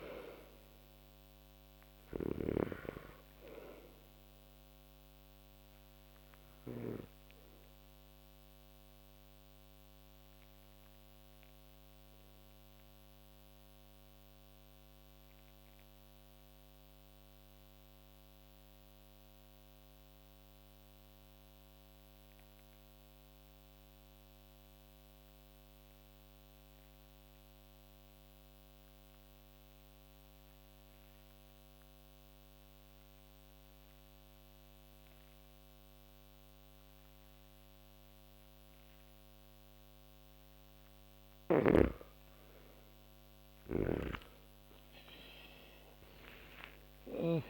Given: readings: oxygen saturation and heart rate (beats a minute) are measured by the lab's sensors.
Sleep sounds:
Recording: breathing in sleep by a microphone on the trachea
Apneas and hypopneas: 1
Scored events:
0.00-2.00 s: snoring (device-marked)
0.00-21.50 s: oxygen desaturation (device-marked, oxygen 83% lowest)
8.00-40.50 s: obstructive apnea (oxygen 98% before, 78% lowest)
39.50-47.50 s: oxygen desaturation (device-marked, oxygen 97% before, 87% lowest)
41.00-47.00 s: snoring (device-marked)
44.00-47.50 s: arousal
From the record:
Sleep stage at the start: N2 (light sleep)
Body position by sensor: on the back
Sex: male

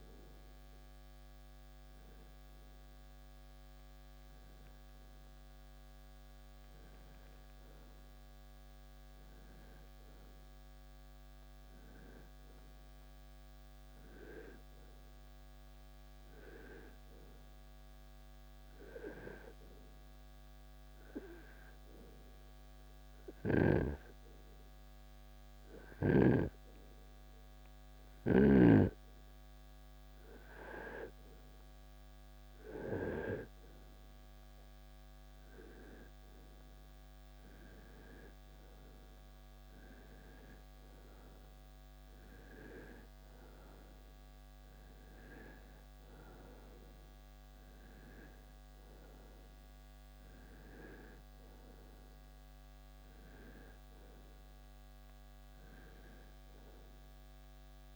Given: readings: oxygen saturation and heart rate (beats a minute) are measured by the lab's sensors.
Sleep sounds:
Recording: breathing in sleep by a microphone on the trachea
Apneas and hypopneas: 1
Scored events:
1.00-24.00 s: oxygen desaturation (device-marked, oxygen 97% before, 91% lowest, heart rate 76 before, 63 extreme)
19.00-31.00 s: hypopnea (oxygen 97% before, 86% lowest, heart rate 76 before, 64 extreme, up 11 after)
23.00-57.96 s: new sleep stage, REM sleep
34.00-38.00 s: arousal
From the record:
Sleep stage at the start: N1 (lightest sleep)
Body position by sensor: on the right side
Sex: male

